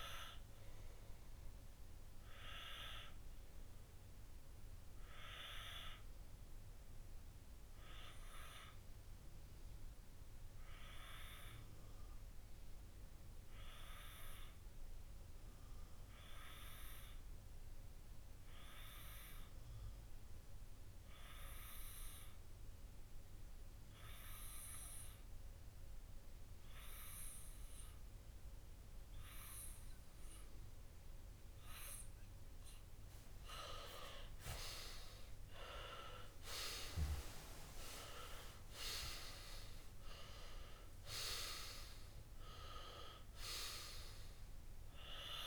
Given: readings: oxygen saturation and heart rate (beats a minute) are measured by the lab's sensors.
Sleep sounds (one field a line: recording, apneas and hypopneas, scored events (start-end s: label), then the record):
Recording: breathing in sleep by a room microphone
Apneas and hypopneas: 1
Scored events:
5.00-33.00 s: obstructive apnea (oxygen 99% before, 94% lowest)
27.00-45.46 s: oxygen desaturation (device-marked, oxygen 98% before, 94% lowest)
35.50-40.00 s: arousal
From the record:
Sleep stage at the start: N2 (light sleep)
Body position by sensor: on the left side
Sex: male